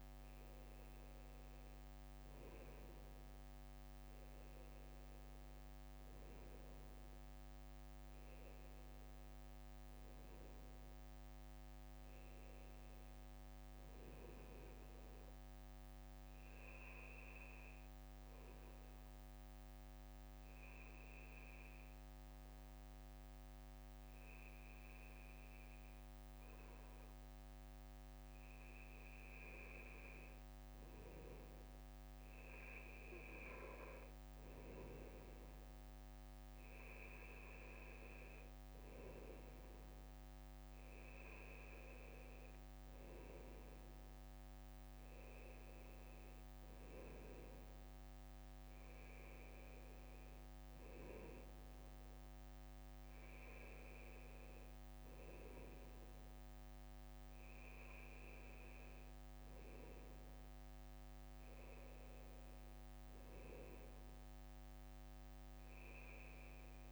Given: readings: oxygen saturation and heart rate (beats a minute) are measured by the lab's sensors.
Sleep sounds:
breathing in sleep, hard to hear, by a microphone on the trachea; 1
2.00-6.50 s: arousal
13.50-28.50 s: obstructive apnea (oxygen 98% before, 96% lowest, heart rate 64 before, 62 extreme, up 1 after)
33.00-37.00 s: arousal
From the record:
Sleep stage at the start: N2 (light sleep); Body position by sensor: on the right side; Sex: male

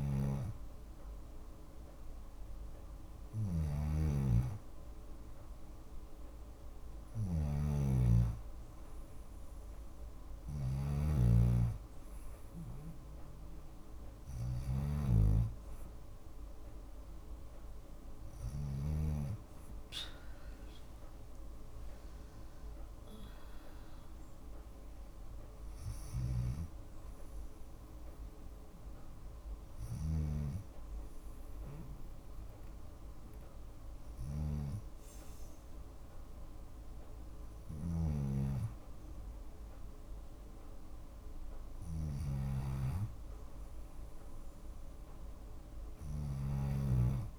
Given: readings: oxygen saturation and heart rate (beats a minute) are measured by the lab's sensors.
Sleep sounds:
breathing in sleep by a room microphone; none
0.00-18.00 s: snoring (device-marked)
29.00-47.39 s: snoring (device-marked)
From the record:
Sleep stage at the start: N2 (light sleep); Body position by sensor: on the left side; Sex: female

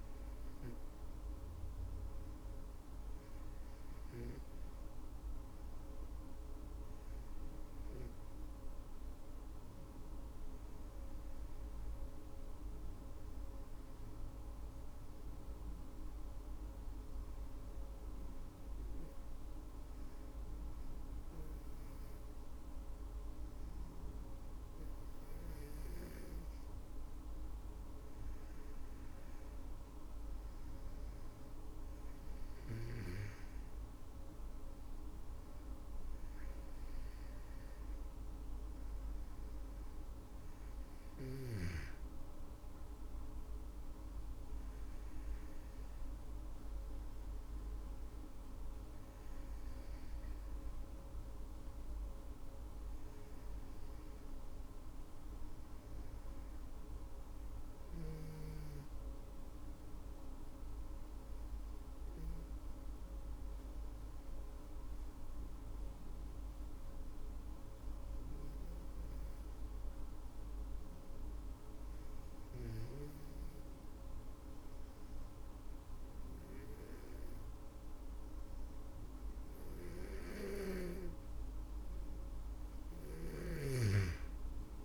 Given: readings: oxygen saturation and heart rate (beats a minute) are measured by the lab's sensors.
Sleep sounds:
breathing in sleep, hard to hear, by a room microphone; 2
13.00-27.00 s: obstructive apnea (oxygen 99% before, 96% lowest, heart rate 56 before, 54 extreme, up 15 after)
28.50-32.50 s: arousal
59.50-80.50 s: obstructive apnea (oxygen 98% before, 94% lowest, heart rate 57 before, 53 extreme, up 16 after)
78.00-84.85 s: oxygen desaturation (device-marked, oxygen 98% before, 94% lowest, heart rate 57 before, 52 extreme)
82.50-84.85 s: arousal
From the record:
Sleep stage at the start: N2 (light sleep); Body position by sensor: on the back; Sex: female

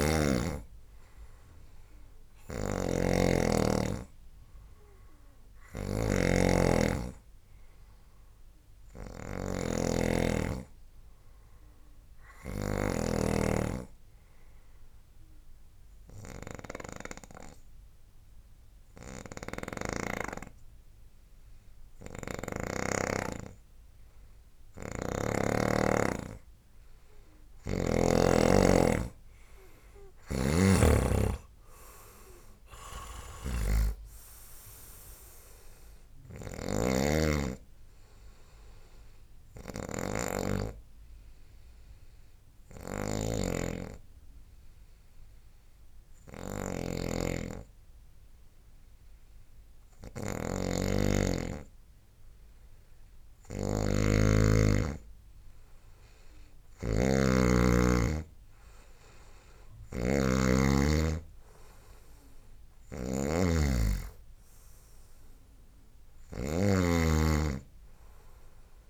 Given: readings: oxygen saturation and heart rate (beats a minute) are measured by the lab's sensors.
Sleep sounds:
breathing in sleep by a room microphone; 2
0.00-13.00 s: snoring (device-marked)
14.50-25.50 s: obstructive apnea (oxygen 96% before, 90% lowest, heart rate 72 before, 67 extreme, up 3 after)
22.00-25.50 s: snoring (device-marked)
30.00-68.90 s: snoring (device-marked)
31.00-34.00 s: arousal
33.00-45.00 s: oxygen desaturation (device-marked, oxygen 96% before, 90% lowest, heart rate 76 before, 67 extreme)
38.50-50.50 s: obstructive apnea (oxygen 96% before, 90% lowest, heart rate 77 before, 67 extreme, up 8 after)
55.00-59.50 s: arousal
From the record:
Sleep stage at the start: N2 (light sleep); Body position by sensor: on the right side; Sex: male

